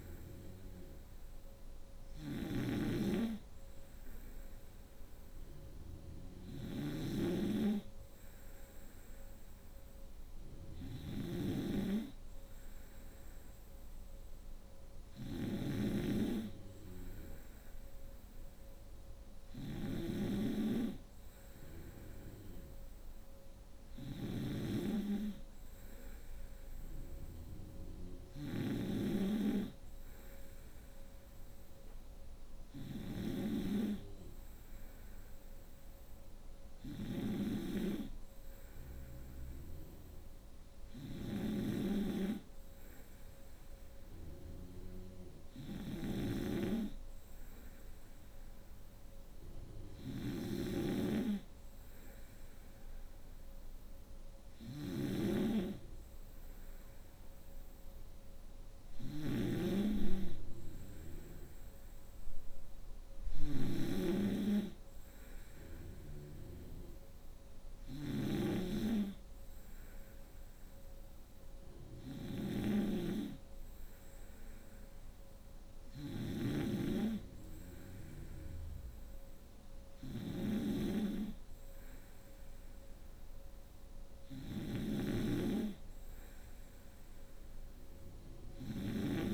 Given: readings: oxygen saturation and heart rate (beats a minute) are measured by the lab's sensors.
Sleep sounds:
breathing in sleep by a room microphone; none
0.00-89.34 s: snoring (device-marked)
From the record:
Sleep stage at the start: N3 (deep sleep); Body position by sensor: on the right side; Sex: female

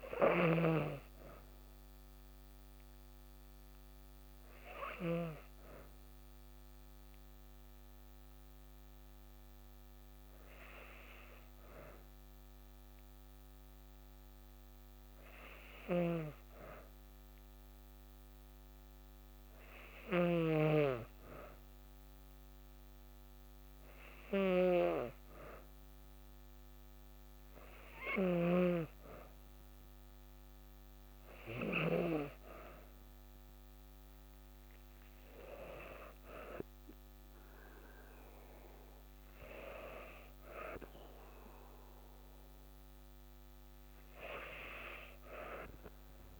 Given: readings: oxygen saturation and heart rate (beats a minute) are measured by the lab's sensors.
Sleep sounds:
breathing in sleep by a microphone on the trachea; 1
2.00-18.50 s: hypopnea (oxygen 94% before, 93% lowest, heart rate 54 before, 52 extreme, up 2 after)
15.00-31.50 s: snoring (device-marked)
21.50-26.00 s: arousal
From the record:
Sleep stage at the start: N2 (light sleep); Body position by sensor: on the back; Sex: female

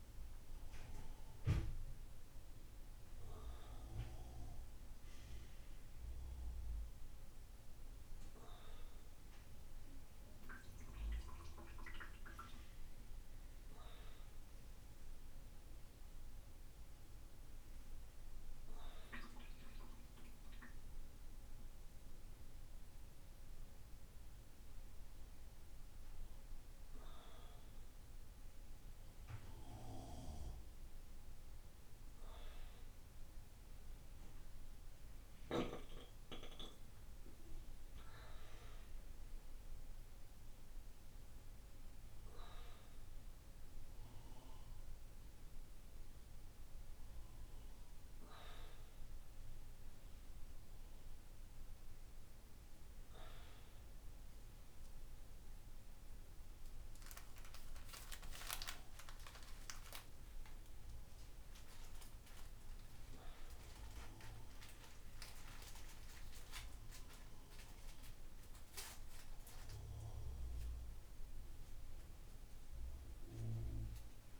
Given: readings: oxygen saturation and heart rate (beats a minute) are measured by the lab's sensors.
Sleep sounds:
a person awake in a sleep study, by a room microphone; none
none scored
From the record:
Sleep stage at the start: awake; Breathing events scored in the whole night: 163 in 6.0 hours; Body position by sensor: upright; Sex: male

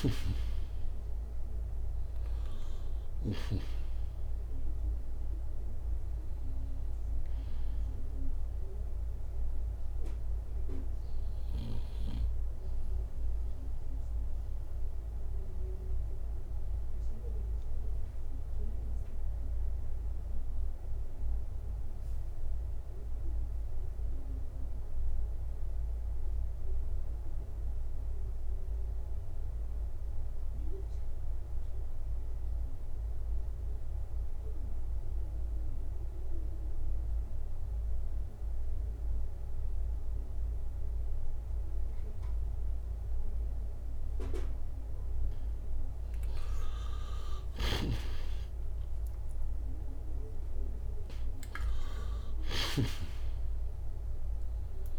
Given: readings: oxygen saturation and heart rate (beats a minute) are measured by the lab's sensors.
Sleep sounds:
breathing in sleep by a room microphone; 1
0.00-3.50 s: snoring (device-marked)
0.00-27.00 s: oxygen desaturation (device-marked, oxygen 80% lowest, heart rate 59 extreme)
15.50-44.50 s: obstructive apnea (oxygen 93% before, 80% lowest, heart rate 73 before, 60 extreme, up 6 after)
43.00-54.99 s: oxygen desaturation (device-marked, oxygen 98% before, 82% lowest, heart rate 63 before, 59 extreme)
46.50-50.50 s: arousal
47.50-54.99 s: snoring (device-marked)
From the record:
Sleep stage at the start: N2 (light sleep); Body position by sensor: on the right side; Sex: male

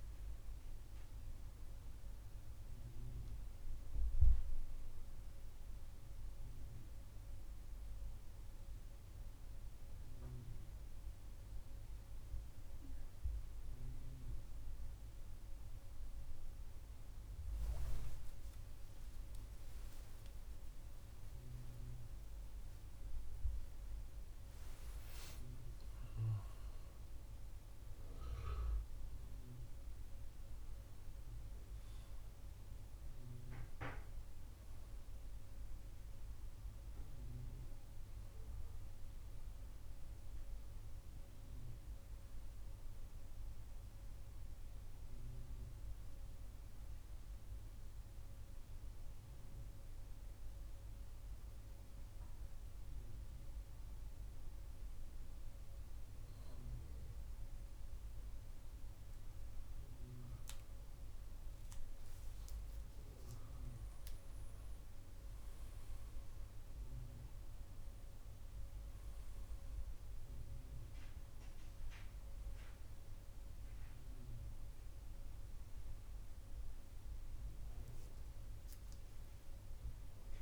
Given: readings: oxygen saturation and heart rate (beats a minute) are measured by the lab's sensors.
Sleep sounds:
breathing in sleep, hard to hear, by a room microphone; 1
20.00-25.00 s: arousal
43.50-56.00 s: central apnea (oxygen 97% before, 93% lowest, heart rate 73 before, 69 extreme, up 2 after)
57.50-61.50 s: arousal
From the record:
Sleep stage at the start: N2 (light sleep); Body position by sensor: on the right side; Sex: male

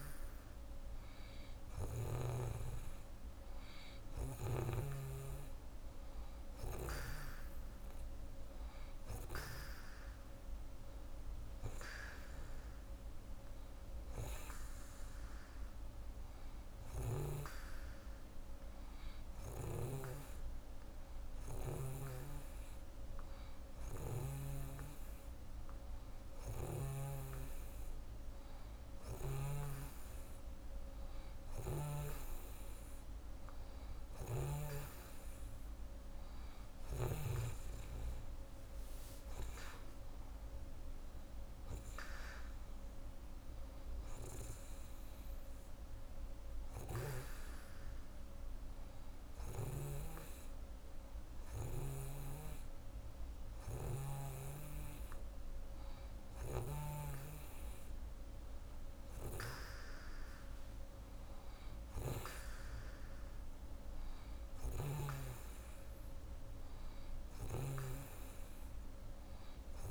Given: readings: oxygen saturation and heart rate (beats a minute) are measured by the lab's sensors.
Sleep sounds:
breathing in sleep by a room microphone; none
16.50-24.50 s: snoring (device-marked)
29.00-34.50 s: snoring (device-marked)
From the record:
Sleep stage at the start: N2 (light sleep); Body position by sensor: on the right side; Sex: female

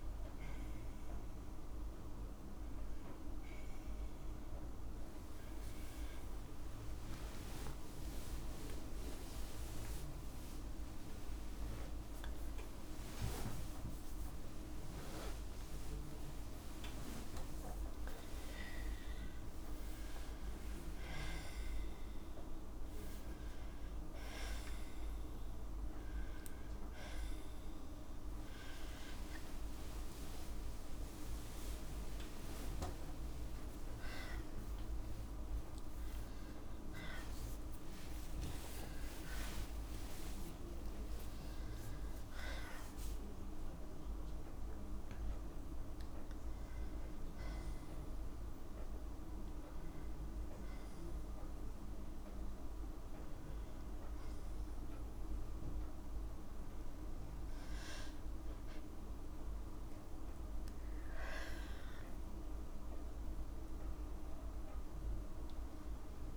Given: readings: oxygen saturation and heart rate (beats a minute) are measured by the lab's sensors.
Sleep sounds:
a person awake in a sleep study, hard to hear, by a room microphone; none
7.00-10.00 s: tachycardia (device-marked, heart rate 63 before, 95 extreme)
7.50-9.50 s: long interval between heartbeats (device-marked, heart rate 96 before, 84 extreme)
10.00-12.00 s: long interval between heartbeats (device-marked, heart rate 94 before, 105 extreme)
15.00-17.00 s: long interval between heartbeats (device-marked, heart rate 94 before, 100 extreme)
17.00-19.00 s: tachycardia (device-marked, heart rate 64 before, 100 extreme)
18.50-20.50 s: long interval between heartbeats (device-marked, heart rate 94 before, 98 extreme)
29.00-31.00 s: long interval between heartbeats (device-marked, heart rate 95 before, 81 extreme)
29.00-32.00 s: tachycardia (device-marked, heart rate 65 before, 95 extreme)
32.50-34.50 s: long interval between heartbeats (device-marked, heart rate 92 before, 114 extreme)
38.00-40.00 s: long interval between heartbeats (device-marked, heart rate 93 before, 88 extreme)
38.00-42.00 s: tachycardia (device-marked, heart rate 65 before, 107 extreme)
40.00-42.00 s: long interval between heartbeats (device-marked, heart rate 92 before, 99 extreme)
From the record:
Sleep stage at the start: awake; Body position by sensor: on the right side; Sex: female

